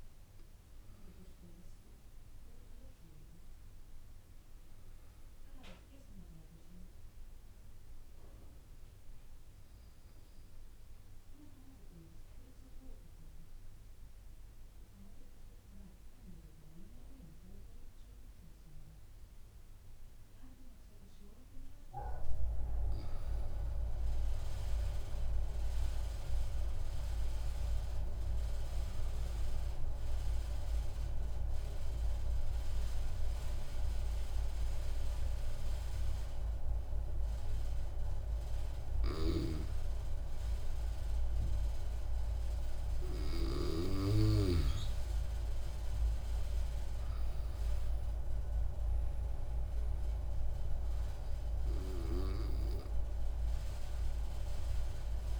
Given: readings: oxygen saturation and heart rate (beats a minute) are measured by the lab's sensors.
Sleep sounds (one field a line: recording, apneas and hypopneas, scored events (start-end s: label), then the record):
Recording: breathing in sleep by a room microphone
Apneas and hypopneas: 2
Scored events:
9.50-21.50 s: obstructive apnea (oxygen 98% before, 94% lowest, heart rate 71 before, 45 extreme, up 4 after)
23.50-27.50 s: arousal
31.50-43.50 s: obstructive apnea (oxygen 97% before, 92% lowest)
50.50-55.00 s: arousal
From the record:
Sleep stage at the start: N1 (lightest sleep)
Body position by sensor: on the back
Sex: male